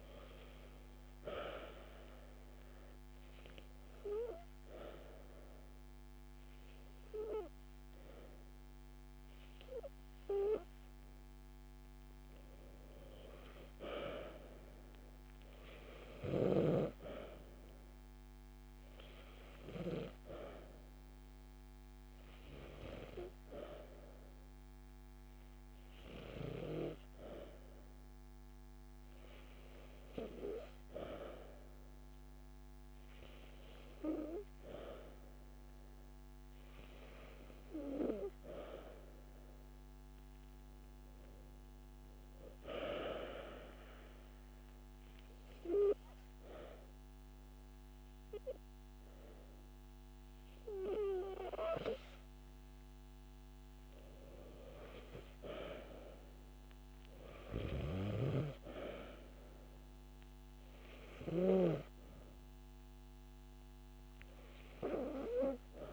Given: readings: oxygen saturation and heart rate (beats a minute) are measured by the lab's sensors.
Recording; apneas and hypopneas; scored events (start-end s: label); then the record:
breathing in sleep by a microphone on the trachea; 2
0.00-1.50 s: long interval between heartbeats (device-marked)
1.00-12.00 s: obstructive apnea (oxygen 97% before, 93% lowest)
14.50-17.50 s: arousal
21.00-23.00 s: long interval between heartbeats (device-marked)
43.50-54.50 s: obstructive apnea (oxygen 96% before, 94% lowest)
57.00-61.00 s: arousal
From the record:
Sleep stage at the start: N2 (light sleep); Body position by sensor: on the back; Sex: female